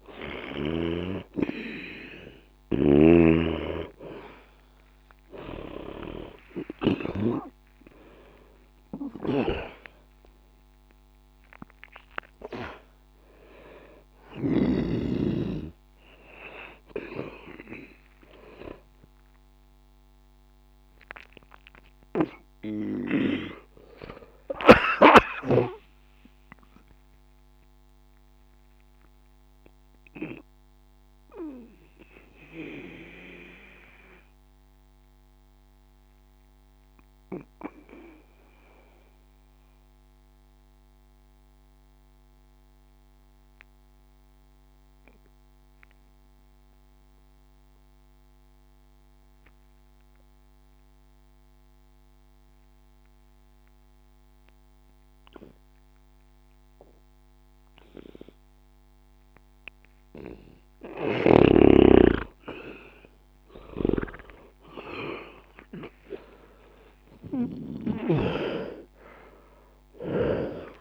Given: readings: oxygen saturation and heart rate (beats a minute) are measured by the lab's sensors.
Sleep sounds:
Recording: breathing in sleep by a microphone on the trachea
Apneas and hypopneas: 1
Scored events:
1.50-43.50 s: oxygen desaturation (device-marked, oxygen 98% before, 83% lowest, heart rate 61 before, 60 extreme)
5.00-9.00 s: arousal
26.00-60.50 s: obstructive apnea (oxygen 97% before, 81% lowest, heart rate 62 before, 61 extreme, up 0 after)
65.50-70.81 s: oxygen desaturation (device-marked, oxygen 98% before, 81% lowest, heart rate 61 before, 60 extreme)
From the record:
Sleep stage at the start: N2 (light sleep)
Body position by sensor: on the back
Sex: male

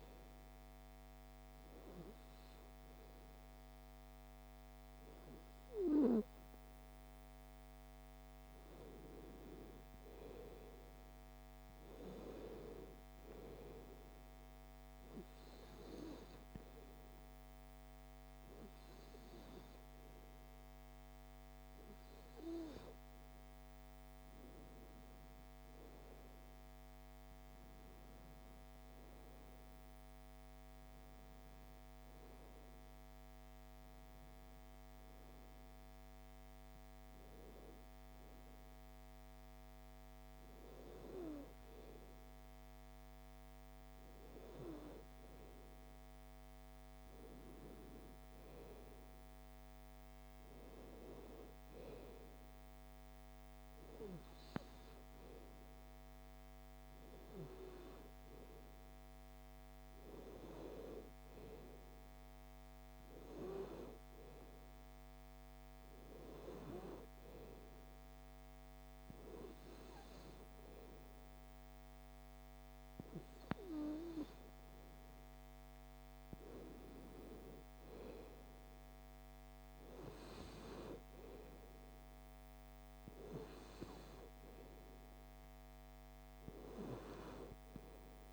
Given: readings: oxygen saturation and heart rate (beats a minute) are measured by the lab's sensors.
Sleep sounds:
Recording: breathing in sleep by a microphone on the trachea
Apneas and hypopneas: 2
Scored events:
7.00-11.00 s: arousal
14.50-24.50 s: hypopnea (oxygen 95% before, 91% lowest)
20.00-33.00 s: oxygen desaturation (device-marked, oxygen 95% before, 91% lowest)
27.00-31.00 s: arousal
58.00-61.50 s: arousal
65.50-76.00 s: hypopnea (oxygen 96% before, 92% lowest)
78.00-81.00 s: arousal
From the record:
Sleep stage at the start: N2 (light sleep)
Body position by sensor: on the back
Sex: female

